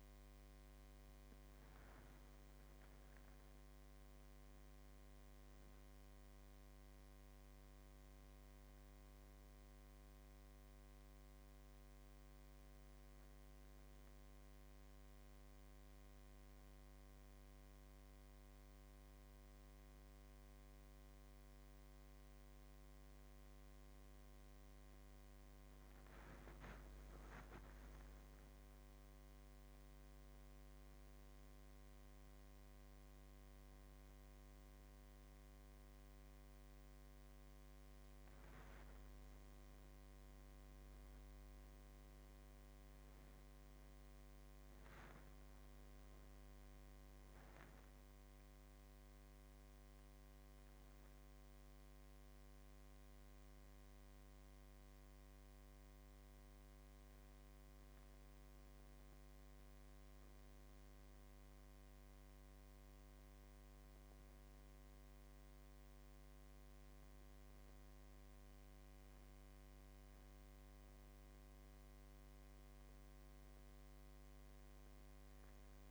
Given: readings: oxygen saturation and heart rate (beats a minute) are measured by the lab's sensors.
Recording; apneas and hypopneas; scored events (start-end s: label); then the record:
a person awake in a sleep study, hard to hear, by a microphone on the trachea; none
none scored
From the record:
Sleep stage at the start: awake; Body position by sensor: upright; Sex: male